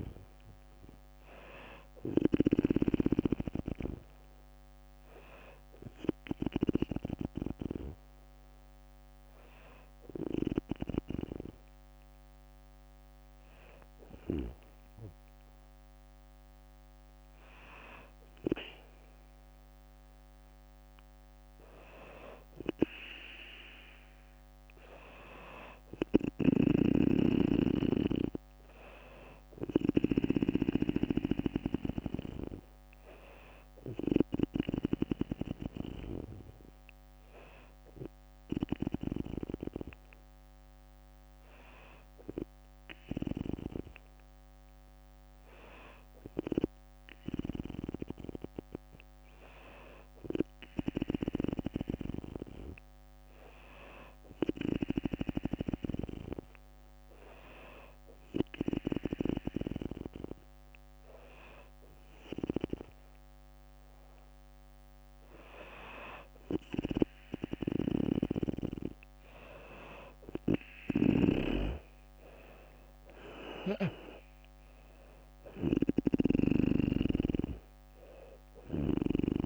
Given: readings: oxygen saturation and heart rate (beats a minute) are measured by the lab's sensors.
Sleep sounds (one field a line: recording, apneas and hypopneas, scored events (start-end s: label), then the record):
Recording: breathing in sleep by a microphone on the trachea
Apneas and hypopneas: none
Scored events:
0.00-6.00 s: snoring (device-marked)
0.00-9.00 s: drop in pulse transit time (device-marked, heart rate 61 extreme)
25.50-29.00 s: arousal
25.50-38.50 s: snoring (device-marked)
37.00-44.00 s: bradycardia (device-marked, heart rate 63 before, 59 extreme)
66.50-76.00 s: snoring (device-marked)
71.00-74.00 s: arousal
71.00-79.46 s: drop in pulse transit time (device-marked, heart rate 64 before, 64 extreme)
78.00-79.46 s: snoring (device-marked)
From the record:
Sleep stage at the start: N2 (light sleep)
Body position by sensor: on the back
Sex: female